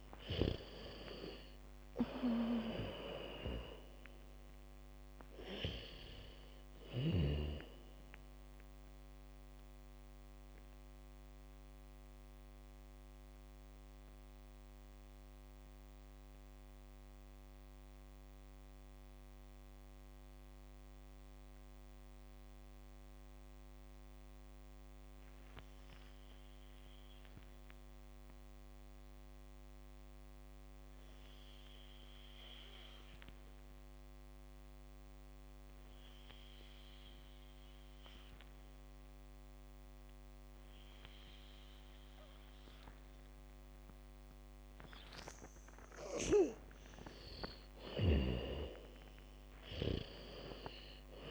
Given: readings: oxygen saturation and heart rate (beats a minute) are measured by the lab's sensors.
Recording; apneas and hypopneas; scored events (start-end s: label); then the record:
breathing in sleep by a microphone on the trachea; 1
0.00-1.00 s: arousal
0.00-1.50 s: bradycardia (device-marked, heart rate 45 extreme)
0.00-24.50 s: oxygen desaturation (device-marked, oxygen 77% lowest, heart rate 43 extreme)
8.00-43.50 s: mixed apnea (oxygen 99% before, 77% lowest, heart rate 61 before, 48 extreme, up 0 after)
37.50-51.31 s: oxygen desaturation (device-marked, oxygen 99% before, 81% lowest, heart rate 73 before, 39 extreme)
44.50-51.31 s: bradycardia (device-marked, heart rate 69 before, 56 extreme)
46.50-51.00 s: arousal
From the record:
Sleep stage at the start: N2 (light sleep); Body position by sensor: on the back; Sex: female